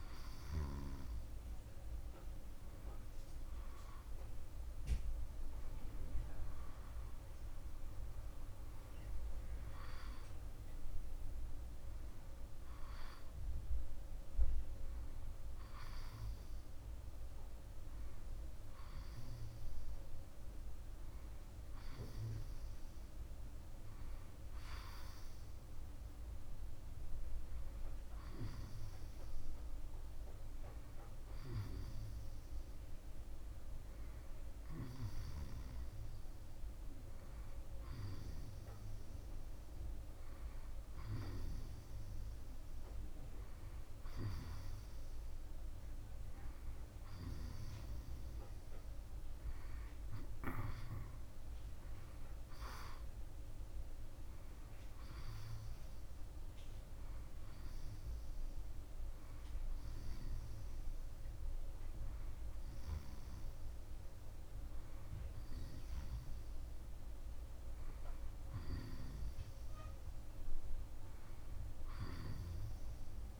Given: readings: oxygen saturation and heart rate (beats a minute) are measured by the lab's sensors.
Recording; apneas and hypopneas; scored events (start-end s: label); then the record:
a person awake in a sleep study, by a room microphone; none
69.50-73.39 s: new sleep stage, N1 (lightest sleep)
From the record:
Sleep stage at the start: awake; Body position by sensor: on the back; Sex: male